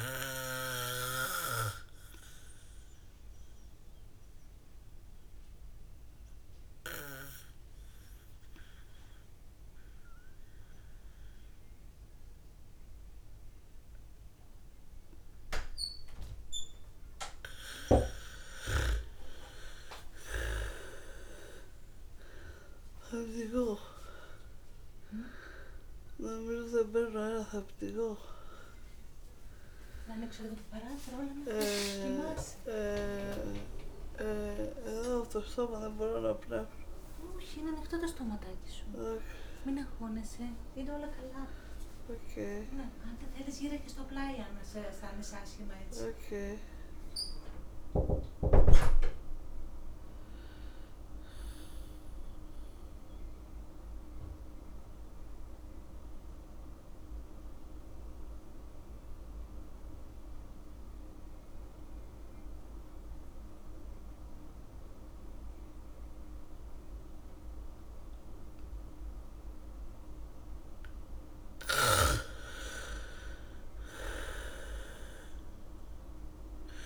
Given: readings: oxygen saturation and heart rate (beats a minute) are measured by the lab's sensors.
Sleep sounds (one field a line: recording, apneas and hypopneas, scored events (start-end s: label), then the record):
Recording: a person partly awake in a sleep study, by a room microphone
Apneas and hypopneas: 2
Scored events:
0.00-16.00 s: oxygen desaturation (device-marked, oxygen 84% lowest, heart rate 47 extreme)
3.00-18.00 s: obstructive apnea (oxygen 98% before, 83% lowest, heart rate 67 before, 47 extreme, up 0 after)
18.00-23.00 s: bradycardia (device-marked, heart rate 63 before, 47 extreme)
22.00-41.00 s: oxygen desaturation (device-marked, oxygen 97% before, 83% lowest, heart rate 73 before, 69 extreme)
22.00-52.00 s: new sleep stage, awake
52.00-76.86 s: new sleep stage, N2 (light sleep)
55.00-70.00 s: mixed apnea (oxygen 100% before, 83% lowest, heart rate 78 before, 60 extreme, up 0 after)
69.00-76.86 s: oxygen desaturation (device-marked, oxygen 98% before, 85% lowest, heart rate 72 before, 48 extreme)
73.00-76.50 s: arousal
From the record:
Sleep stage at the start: N2 (light sleep)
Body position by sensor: on the back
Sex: female